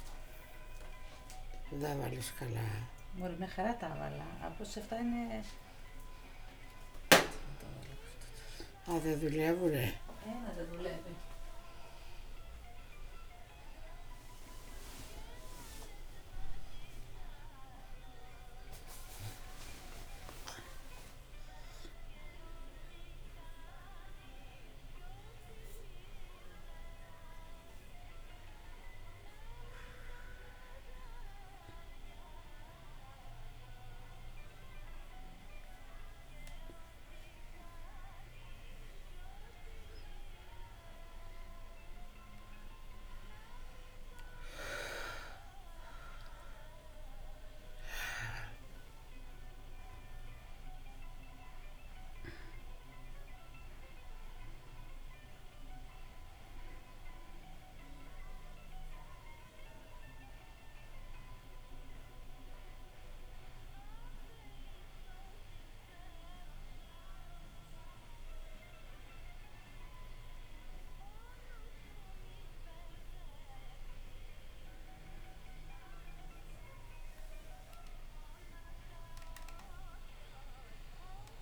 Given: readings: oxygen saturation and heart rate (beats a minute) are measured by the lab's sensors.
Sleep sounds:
a person awake in a sleep study, by a room microphone; none
44.50-81.42 s: new sleep stage, N1 (lightest sleep)
68.50-71.50 s: arousal
From the record:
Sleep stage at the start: awake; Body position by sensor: on the back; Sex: female

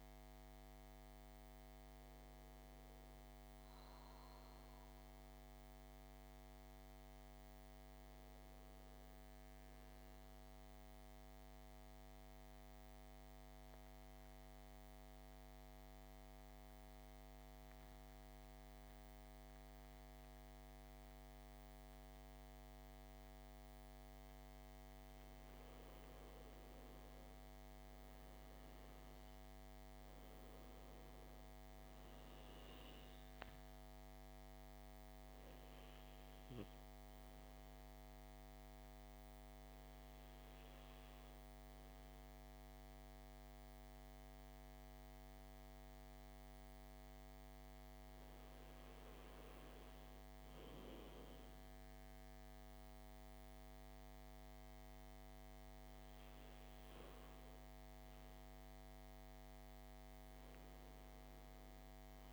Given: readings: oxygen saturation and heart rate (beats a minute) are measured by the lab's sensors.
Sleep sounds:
breathing in sleep, hard to hear, by a microphone on the trachea; 2
10.00-24.50 s: central apnea (oxygen 98% before, 89% lowest, heart rate 75 before, 56 extreme, up 4 after)
11.50-62.32 s: new sleep stage, N2 (light sleep)
26.50-30.00 s: arousal
30.50-44.50 s: oxygen desaturation (device-marked, oxygen 97% before, 89% lowest, heart rate 60 before, 56 extreme)
35.00-47.50 s: obstructive apnea (oxygen 98% before, 89% lowest, heart rate 58 before, 53 extreme, up 6 after)
55.00-58.00 s: arousal
From the record:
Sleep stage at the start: N1 (lightest sleep); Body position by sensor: on the back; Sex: male

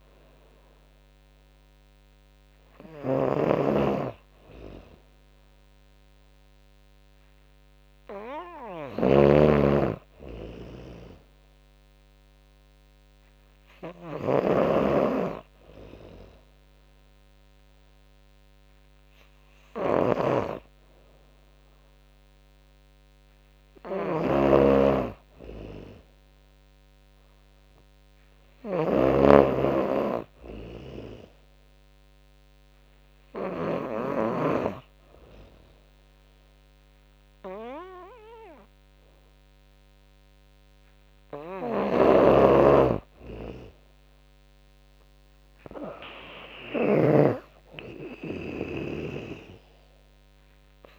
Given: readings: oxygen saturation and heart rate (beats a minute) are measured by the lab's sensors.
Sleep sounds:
breathing in sleep by a microphone on the trachea; 1
0.00-33.50 s: snoring (device-marked)
11.00-13.00 s: long interval between heartbeats (device-marked, heart rate 96 before, 97 extreme)
13.00-15.00 s: long interval between heartbeats (device-marked, heart rate 95 before, 99 extreme)
19.50-21.50 s: tachycardia (device-marked, heart rate 95 before, 88 extreme)
21.50-23.50 s: long interval between heartbeats (device-marked, heart rate 90 before, 94 extreme)
27.50-48.50 s: tachycardia (device-marked, heart rate 96 before, 138 extreme)
31.00-33.00 s: long interval between heartbeats (device-marked, heart rate 94 before, 101 extreme)
31.00-42.00 s: obstructive apnea (oxygen 96% before, 90% lowest, heart rate 94 before, 88 extreme, up 18 after)
34.50-36.50 s: long interval between heartbeats (device-marked, heart rate 96 before, 126 extreme)
35.50-36.50 s: drop in pulse transit time (device-marked, heart rate 97 before, 134 extreme)
36.50-38.50 s: long interval between heartbeats (device-marked, heart rate 99 before, 118 extreme)
39.00-41.00 s: long interval between heartbeats (device-marked, heart rate 102 before, 123 extreme)
39.50-50.98 s: drop in pulse transit time (device-marked, heart rate 104 before, 94 extreme)
41.50-50.98 s: snoring (device-marked)
43.00-45.00 s: long interval between heartbeats (device-marked, heart rate 108 before, 103 extreme)
43.50-46.50 s: arousal
45.50-47.50 s: long interval between heartbeats (device-marked, heart rate 108 before, 110 extreme)
49.00-50.98 s: long interval between heartbeats (device-marked, heart rate 111 before, 115 extreme)
From the record:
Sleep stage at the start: N2 (light sleep); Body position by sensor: on the back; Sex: female

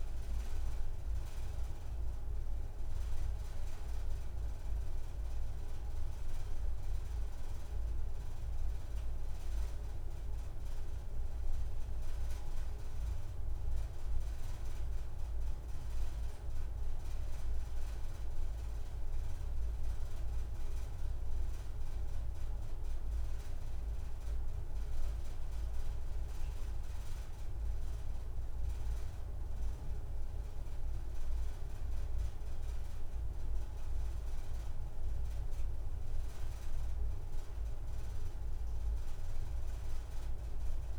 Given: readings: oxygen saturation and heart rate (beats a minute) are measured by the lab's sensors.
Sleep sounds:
breathing in sleep, hard to hear, by a room microphone; none
14.50-16.50 s: long interval between heartbeats (device-marked)
17.50-19.50 s: long interval between heartbeats (device-marked)
From the record:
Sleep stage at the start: N2 (light sleep); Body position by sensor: on the right side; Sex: female

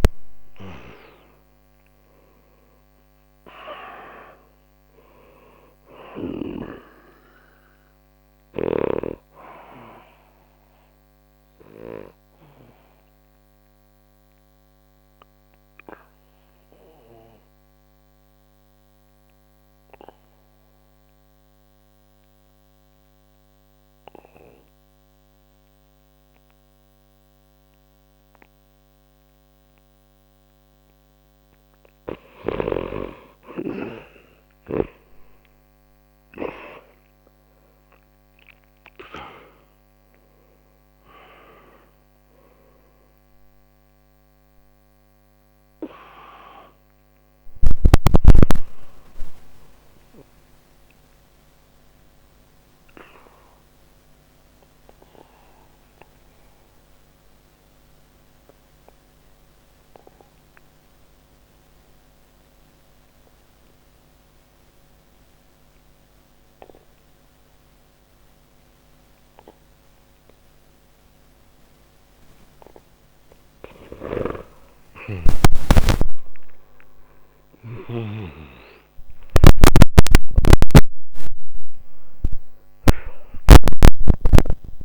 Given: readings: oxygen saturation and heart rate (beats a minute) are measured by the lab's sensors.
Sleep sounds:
breathing in sleep by a microphone on the trachea; 2
0.00-1.00 s: arousal
0.00-23.00 s: oxygen desaturation (device-marked, oxygen 88% lowest, heart rate 50 extreme)
10.50-30.50 s: obstructive apnea (oxygen 98% before, 87% lowest, heart rate 65 before, 50 extreme, up 1 after)
34.00-38.50 s: arousal
36.00-66.00 s: oxygen desaturation (device-marked, oxygen 98% before, 87% lowest, heart rate 59 before, 59 extreme)
51.00-71.50 s: obstructive apnea (oxygen 98% before, 87% lowest)
64.00-84.85 s: new sleep stage, awake
73.50-78.00 s: snoring (device-marked)
76.00-84.85 s: oxygen desaturation (device-marked, oxygen 98% before, 87% lowest)
From the record:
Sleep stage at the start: N2 (light sleep); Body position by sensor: on the back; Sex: male

